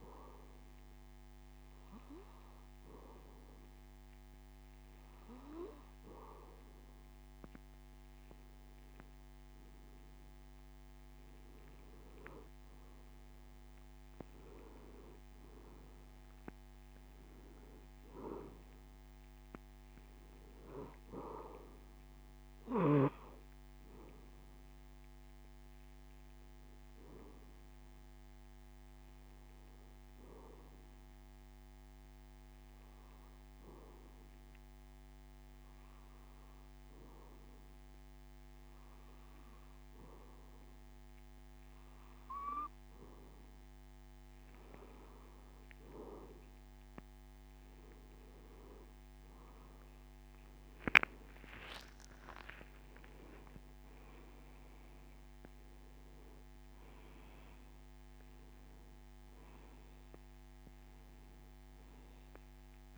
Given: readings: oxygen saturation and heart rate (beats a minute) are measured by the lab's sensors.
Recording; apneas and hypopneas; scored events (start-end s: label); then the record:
a person partly awake in a sleep study, by a microphone on the trachea; 1
16.50-62.97 s: new sleep stage, N2 (light sleep)
31.00-45.50 s: hypopnea (oxygen 93% before, 92% lowest)
51.50-55.50 s: arousal
From the record:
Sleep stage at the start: awake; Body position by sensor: on the back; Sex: male